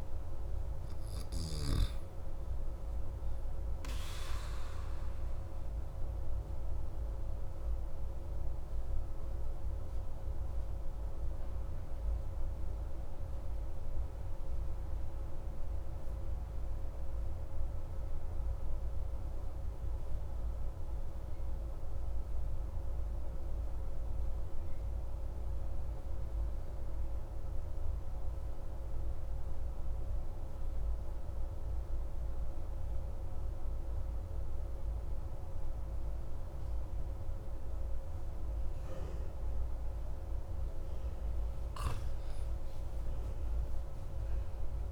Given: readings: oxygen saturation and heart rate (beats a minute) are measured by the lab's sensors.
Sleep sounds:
breathing in sleep, hard to hear, by a room microphone; 1
0.00-8.00 s: oxygen desaturation (device-marked, oxygen 93% lowest)
3.50-40.50 s: obstructive apnea (oxygen 97% before, 92% lowest)
40.00-44.91 s: oxygen desaturation (device-marked, oxygen 97% before, 93% lowest)
43.50-44.91 s: arousal
From the record:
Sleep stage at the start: N2 (light sleep); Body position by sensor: on the back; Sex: male

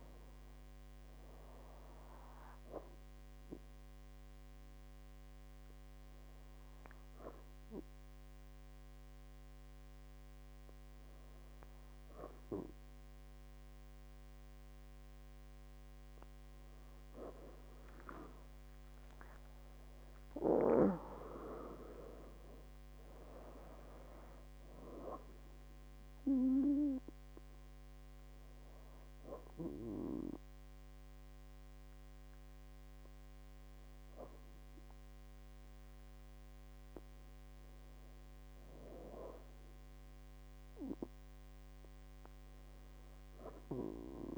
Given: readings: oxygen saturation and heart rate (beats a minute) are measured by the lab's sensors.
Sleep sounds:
breathing in sleep by a microphone on the trachea; 1
3.00-15.00 s: hypopnea (oxygen 99% before, 96% lowest, heart rate 63 before, 57 extreme, up 12 after)
17.50-21.00 s: arousal
29.50-32.50 s: bradycardia (device-marked, heart rate 69 before, 60 extreme)
From the record:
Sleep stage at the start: N2 (light sleep); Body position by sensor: on the back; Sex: female

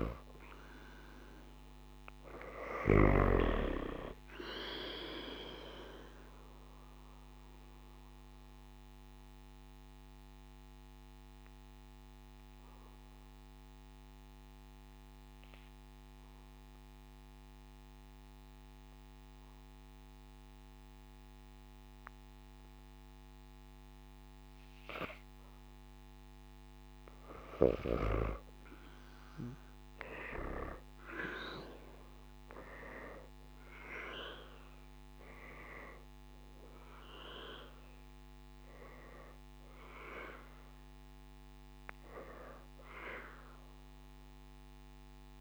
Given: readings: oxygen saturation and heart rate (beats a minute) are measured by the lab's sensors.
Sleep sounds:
breathing in sleep by a microphone on the trachea; 1
0.00-1.00 s: arousal
4.50-15.50 s: oxygen desaturation (device-marked, oxygen 95% before, 91% lowest, heart rate 78 before, 74 extreme)
5.50-25.00 s: obstructive apnea (oxygen 96% before, 86% lowest, heart rate 78 before, 74 extreme, up 4 after)
28.00-31.50 s: arousal
33.50-45.41 s: oxygen desaturation (device-marked, oxygen 98% before, 86% lowest, heart rate 75 before, 74 extreme)
From the record:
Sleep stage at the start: N2 (light sleep); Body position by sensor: on the back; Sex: female

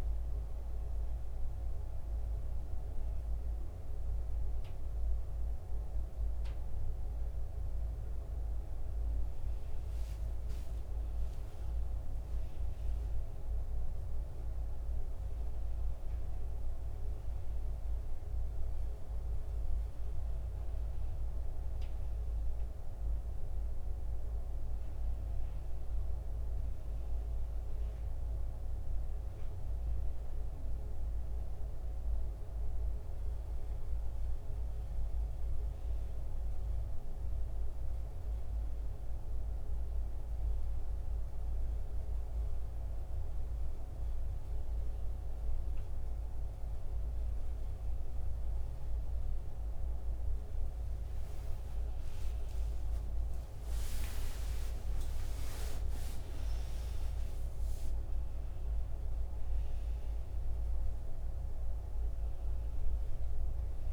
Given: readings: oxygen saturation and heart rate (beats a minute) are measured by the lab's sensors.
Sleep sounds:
breathing in sleep, hard to hear, by a room microphone; none
0.00-11.50 s: oxygen desaturation (device-marked, oxygen 92% lowest, heart rate 79 extreme)
28.50-63.93 s: new sleep stage, N2 (light sleep)
From the record:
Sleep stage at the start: N1 (lightest sleep); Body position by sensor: on the back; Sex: male

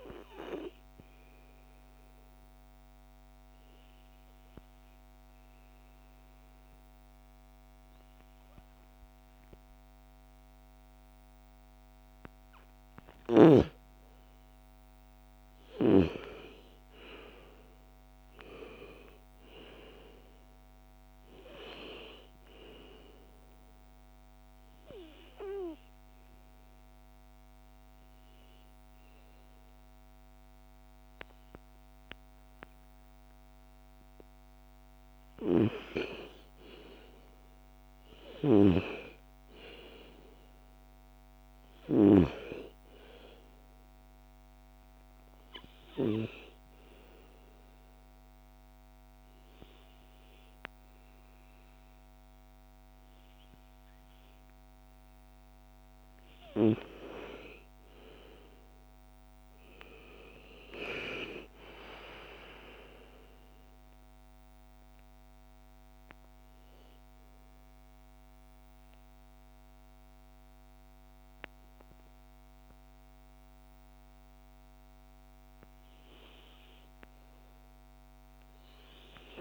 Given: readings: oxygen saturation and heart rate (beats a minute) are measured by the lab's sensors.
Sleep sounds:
breathing in sleep by a microphone on the trachea; 3
0.00-9.00 s: oxygen desaturation (device-marked, oxygen 91% lowest, heart rate 54 extreme)
1.00-12.00 s: obstructive apnea (oxygen 97% before, 91% lowest, heart rate 74 before, 54 extreme, up 35 after)
14.00-18.00 s: arousal
20.00-35.00 s: oxygen desaturation (device-marked, oxygen 97% before, 91% lowest, heart rate 63 before, 54 extreme)
24.00-34.00 s: obstructive apnea (oxygen 97% before, 91% lowest, heart rate 65 before, 57 extreme, up 11 after)
36.00-39.50 s: arousal
44.00-55.00 s: oxygen desaturation (device-marked, oxygen 97% before, 93% lowest, heart rate 59 before, 40 extreme)
56.00-60.50 s: arousal
63.50-74.00 s: obstructive apnea (oxygen 97% before, 89% lowest, heart rate 67 before, 42 extreme, up 58 after)
67.00-79.41 s: oxygen desaturation (device-marked, oxygen 97% before, 92% lowest, heart rate 66 before, 57 extreme)
71.00-79.41 s: new sleep stage, N2 (light sleep)
76.00-79.41 s: arousal
From the record:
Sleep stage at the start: REM sleep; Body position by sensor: on the back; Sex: female

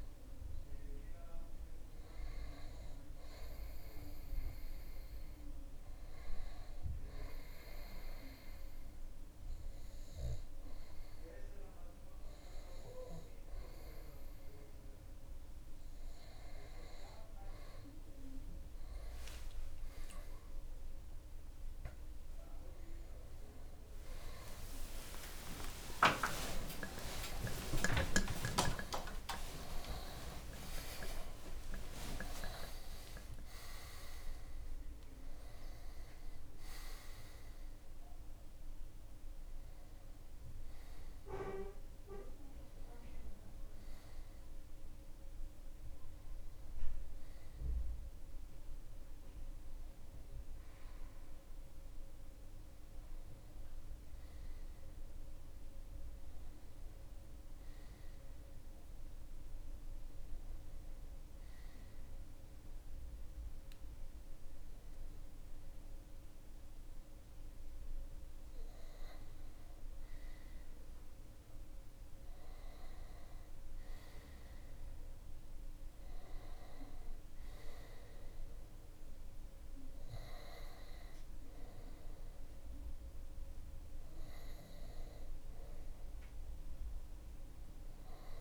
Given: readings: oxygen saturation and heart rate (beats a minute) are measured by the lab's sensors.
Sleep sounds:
breathing in sleep by a room microphone; 2
4.00-16.00 s: hypopnea (oxygen 99% before, 95% lowest)
24.50-31.50 s: arousal
58.00-69.00 s: hypopnea (oxygen 98% before, 95% lowest)
69.50-74.00 s: arousal
From the record:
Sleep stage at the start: N2 (light sleep); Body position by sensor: on the back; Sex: male

